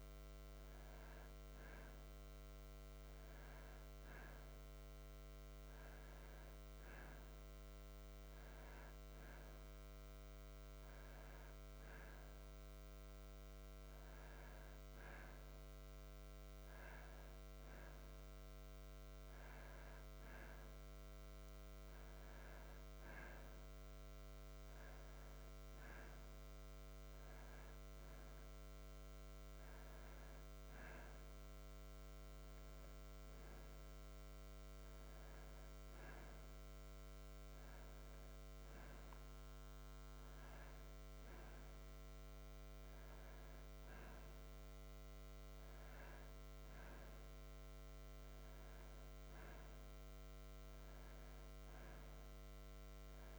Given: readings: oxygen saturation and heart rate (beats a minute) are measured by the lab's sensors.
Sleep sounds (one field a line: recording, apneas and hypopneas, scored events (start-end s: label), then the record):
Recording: breathing in sleep, hard to hear, by a microphone on the trachea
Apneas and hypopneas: none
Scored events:
none scored
From the record:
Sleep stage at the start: N2 (light sleep)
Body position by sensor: on the back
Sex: male